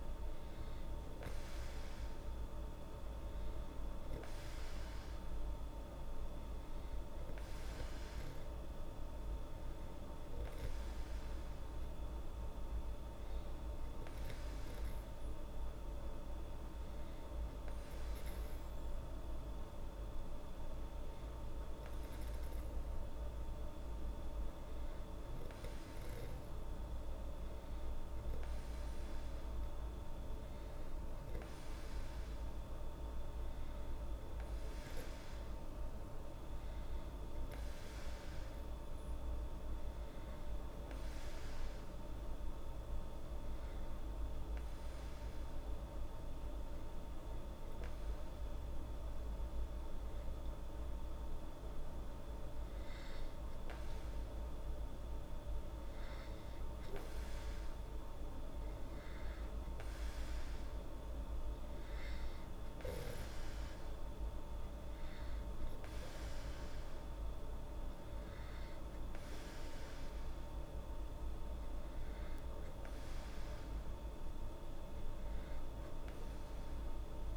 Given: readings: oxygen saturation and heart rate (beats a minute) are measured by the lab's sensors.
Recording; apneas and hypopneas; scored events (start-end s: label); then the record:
breathing in sleep, hard to hear, by a room microphone; 1
40.50-52.00 s: hypopnea (oxygen 96% before, 94% lowest, heart rate 77 before, 76 extreme, up 3 after)
54.00-57.50 s: arousal
From the record:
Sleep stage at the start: N2 (light sleep); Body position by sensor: on the back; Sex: female